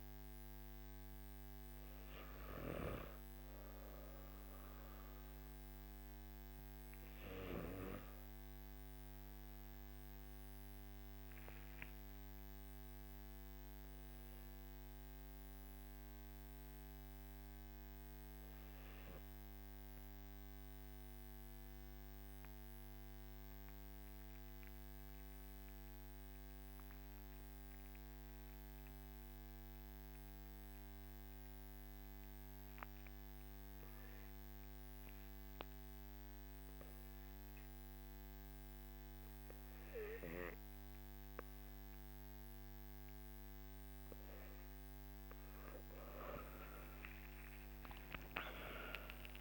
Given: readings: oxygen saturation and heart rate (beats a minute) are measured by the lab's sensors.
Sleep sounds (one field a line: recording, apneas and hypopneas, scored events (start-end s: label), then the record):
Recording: breathing in sleep by a microphone on the trachea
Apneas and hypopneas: 1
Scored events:
3.50-45.00 s: obstructive apnea (oxygen 95% before, 91% lowest, heart rate 54 before, 43 extreme, up 24 after)
34.50-49.41 s: oxygen desaturation (device-marked, oxygen 98% before, 93% lowest, heart rate 49 before, 45 extreme)
From the record:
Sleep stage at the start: N2 (light sleep)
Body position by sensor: on the back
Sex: male